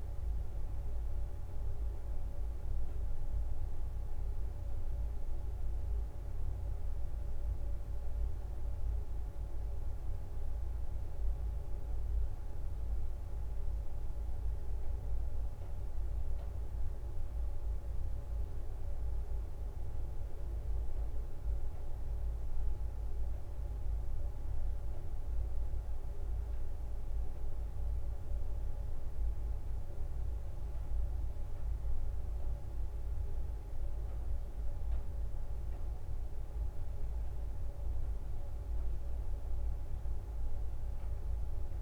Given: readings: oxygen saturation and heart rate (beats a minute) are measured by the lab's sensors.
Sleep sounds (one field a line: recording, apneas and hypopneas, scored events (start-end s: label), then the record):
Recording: a person awake in a sleep study, hard to hear, by a room microphone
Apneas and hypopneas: none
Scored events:
none scored
From the record:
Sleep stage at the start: awake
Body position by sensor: on the right side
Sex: female